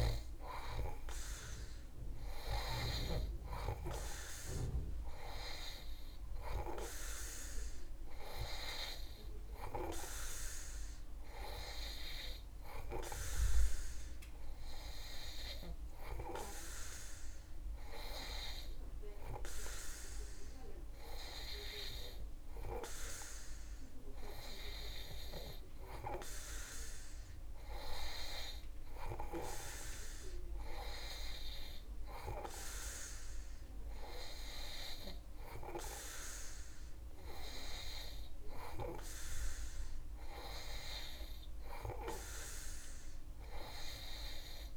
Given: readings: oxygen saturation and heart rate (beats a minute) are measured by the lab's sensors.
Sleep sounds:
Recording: breathing in sleep by a room microphone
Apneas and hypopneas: none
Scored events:
0.00-2.00 s: arousal
0.00-5.00 s: oxygen desaturation (device-marked, oxygen 95% lowest)
From the record:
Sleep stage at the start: N2 (light sleep)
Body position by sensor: on the back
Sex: male

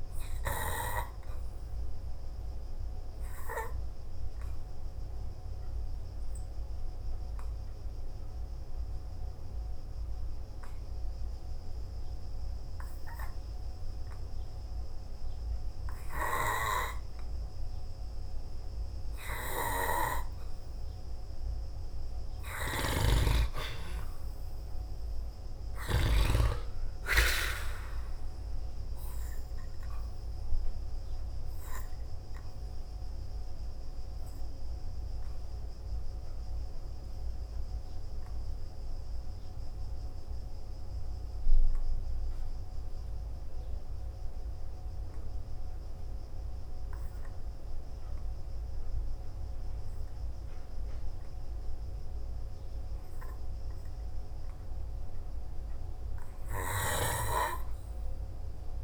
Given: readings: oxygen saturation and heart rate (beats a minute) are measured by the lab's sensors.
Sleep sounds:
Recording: breathing in sleep by a room microphone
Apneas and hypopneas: 2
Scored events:
3.00-19.50 s: hypopnea (oxygen 97% before, 88% lowest, heart rate 56 before, 51 extreme)
9.50-24.50 s: oxygen desaturation (device-marked, oxygen 97% before, 88% lowest, heart rate 55 before, 51 extreme)
24.00-28.00 s: arousal
35.50-51.50 s: hypopnea (oxygen 96% before, 86% lowest, heart rate 55 before, 52 extreme, up 0 after)
53.50-57.00 s: arousal
From the record:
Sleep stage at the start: N2 (light sleep)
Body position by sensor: on the back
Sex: male

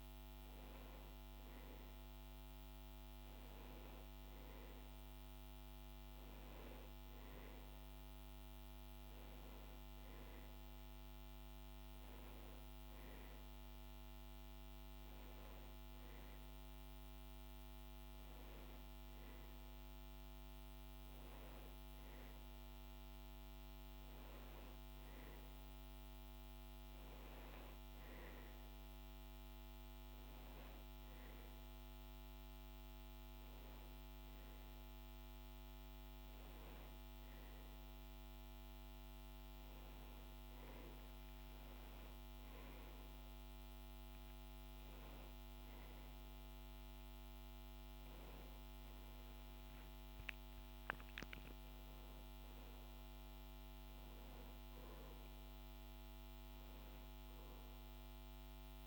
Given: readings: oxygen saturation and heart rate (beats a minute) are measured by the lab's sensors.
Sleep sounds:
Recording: breathing in sleep, hard to hear, by a microphone on the trachea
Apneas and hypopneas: none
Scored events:
41.50-45.50 s: arousal
From the record:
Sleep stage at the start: N2 (light sleep)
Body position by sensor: on the back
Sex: male

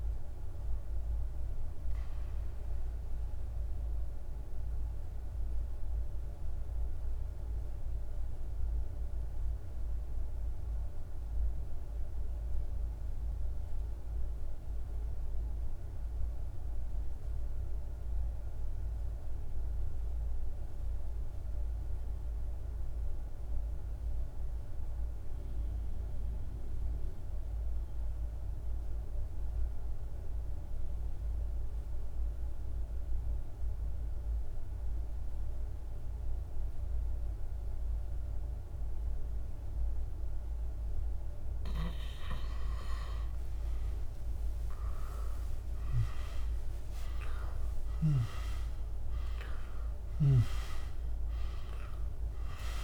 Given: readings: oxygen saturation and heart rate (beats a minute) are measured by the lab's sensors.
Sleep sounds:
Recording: breathing in sleep by a room microphone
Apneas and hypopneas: 1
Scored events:
0.00-9.00 s: oxygen desaturation (device-marked, oxygen 87% lowest, heart rate 47 extreme)
1.00-40.50 s: mixed apnea (oxygen 98% before, 85% lowest, heart rate 63 before, 47 extreme, up 49 after)
31.00-52.84 s: oxygen desaturation (device-marked, oxygen 99% before, 85% lowest, heart rate 49 before, 47 extreme)
42.00-47.00 s: arousal
49.00-52.84 s: snoring (device-marked)
From the record:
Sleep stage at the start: N2 (light sleep)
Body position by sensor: on the back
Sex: male

